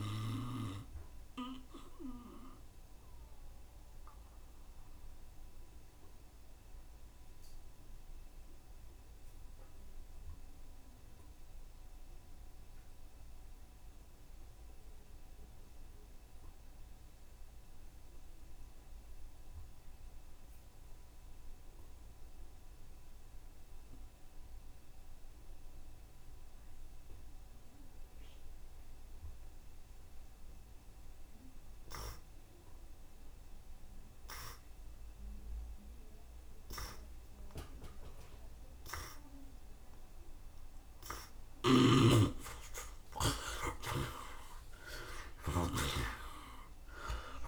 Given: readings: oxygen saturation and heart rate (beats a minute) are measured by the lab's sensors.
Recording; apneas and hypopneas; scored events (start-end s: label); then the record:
breathing in sleep by a room microphone; 1
0.00-14.00 s: oxygen desaturation (device-marked, oxygen 52% lowest, heart rate 70 extreme)
2.00-42.00 s: obstructive apnea (oxygen 63% before, 52% lowest, heart rate 76 before, 70 extreme, up 4 after)
20.00-47.48 s: oxygen desaturation (device-marked, oxygen 82% before, 53% lowest, heart rate 75 before, 71 extreme)
42.00-47.48 s: snoring (device-marked)
42.50-47.00 s: arousal
From the record:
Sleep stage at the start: N2 (light sleep); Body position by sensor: on the right side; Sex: male